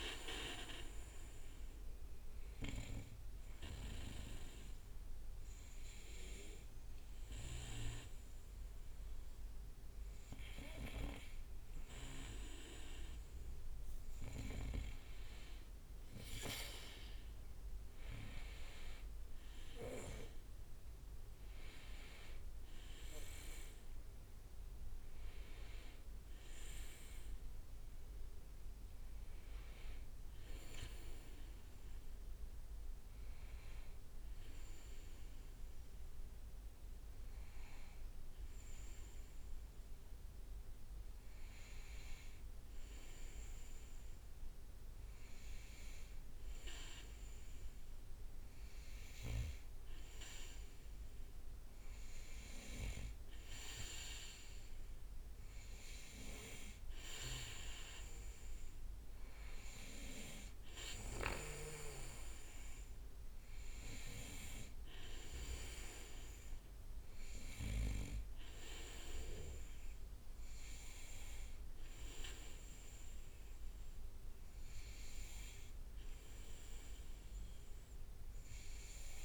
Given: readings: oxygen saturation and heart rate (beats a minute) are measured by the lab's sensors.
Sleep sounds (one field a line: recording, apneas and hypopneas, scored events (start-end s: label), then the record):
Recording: breathing in sleep by a room microphone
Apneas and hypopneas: 2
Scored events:
0.00-5.00 s: oxygen desaturation (device-marked, oxygen 94% lowest, heart rate 63 extreme)
1.50-13.00 s: hypopnea (oxygen 98% before, 94% lowest, heart rate 64 before, 61 extreme, up 4 after)
14.50-19.00 s: arousal
33.00-47.50 s: hypopnea (oxygen 97% before, 94% lowest, heart rate 66 before, 61 extreme, up 3 after)
50.00-55.00 s: arousal
52.00-74.00 s: oxygen desaturation (device-marked, oxygen 98% before, 94% lowest, heart rate 62 before, 62 extreme)
From the record:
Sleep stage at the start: N2 (light sleep)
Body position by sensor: on the back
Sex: male